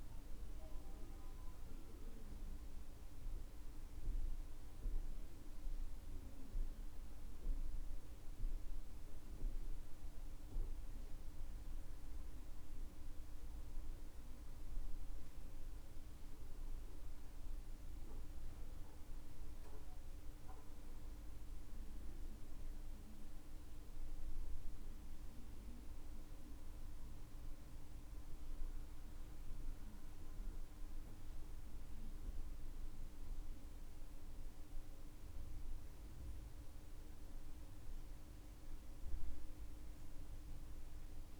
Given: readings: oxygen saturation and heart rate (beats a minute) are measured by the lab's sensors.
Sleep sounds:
a person awake in a sleep study, hard to hear, by a room microphone; none
none scored
From the record:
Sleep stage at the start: awake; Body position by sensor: on the back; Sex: male

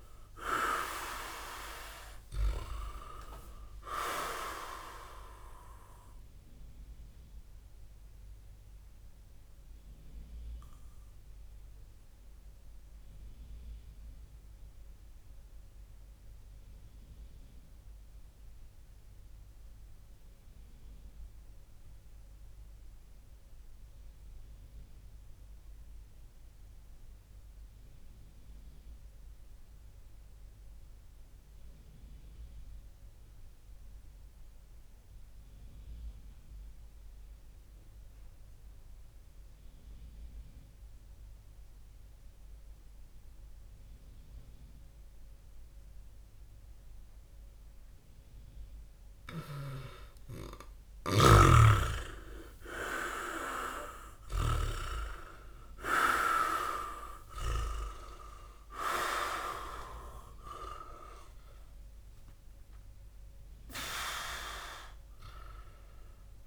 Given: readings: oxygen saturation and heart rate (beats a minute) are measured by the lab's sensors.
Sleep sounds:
breathing in sleep by a room microphone; 1
6.00-48.50 s: obstructive apnea (oxygen 100% before, 95% lowest, heart rate 62 before, 39 extreme, up 23 after)
49.00-57.50 s: snoring (device-marked)
53.50-66.47 s: oxygen desaturation (device-marked, oxygen 98% before, 95% lowest, heart rate 55 before, 39 extreme)
57.50-62.00 s: arousal
From the record:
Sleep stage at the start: N2 (light sleep); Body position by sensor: on the back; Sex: male

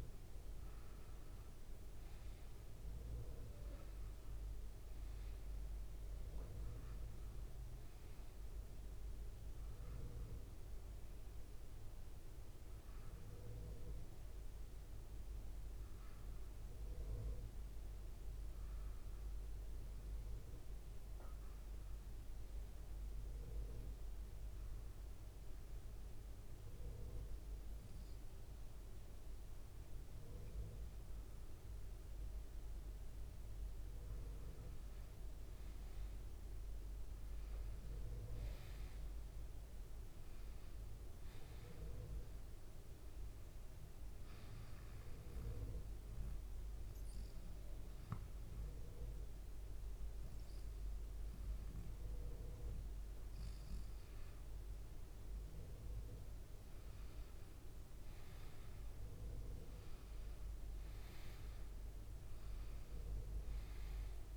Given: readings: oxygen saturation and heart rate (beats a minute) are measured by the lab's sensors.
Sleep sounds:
breathing in sleep, hard to hear, by a room microphone; 2
21.50-31.50 s: hypopnea (oxygen 95% before, 90% lowest, heart rate 77 before, 73 extreme)
35.50-39.00 s: arousal
42.50-55.50 s: oxygen desaturation (device-marked, oxygen 95% before, 90% lowest, heart rate 75 before, 74 extreme)
44.50-54.50 s: hypopnea (oxygen 95% before, 90% lowest, heart rate 75 before, 74 extreme, up 2 after)
56.50-60.50 s: arousal
From the record:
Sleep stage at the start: N1 (lightest sleep); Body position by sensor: on the back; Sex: male

